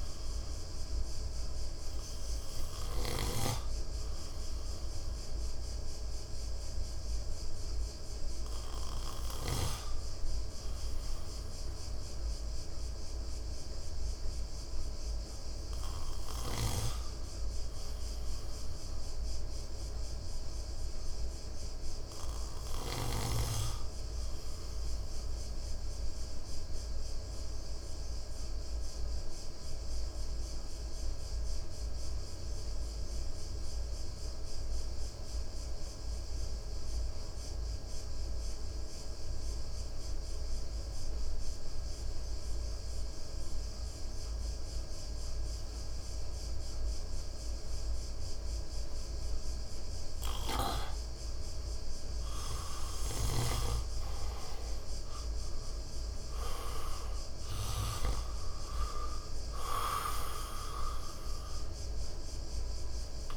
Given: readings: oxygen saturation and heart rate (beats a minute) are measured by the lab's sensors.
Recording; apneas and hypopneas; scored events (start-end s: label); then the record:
breathing in sleep by a room microphone; 1
0.00-13.50 s: oxygen desaturation (device-marked, oxygen 93% lowest, heart rate 57 extreme)
15.50-20.50 s: arousal
25.50-51.50 s: obstructive apnea (oxygen 97% before, 90% lowest, heart rate 58 before, 58 extreme, up 7 after)
45.50-63.37 s: oxygen desaturation (device-marked, oxygen 97% before, 90% lowest, heart rate 59 before, 58 extreme)
54.00-58.00 s: arousal
From the record:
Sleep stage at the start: N2 (light sleep); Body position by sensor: on the right side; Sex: male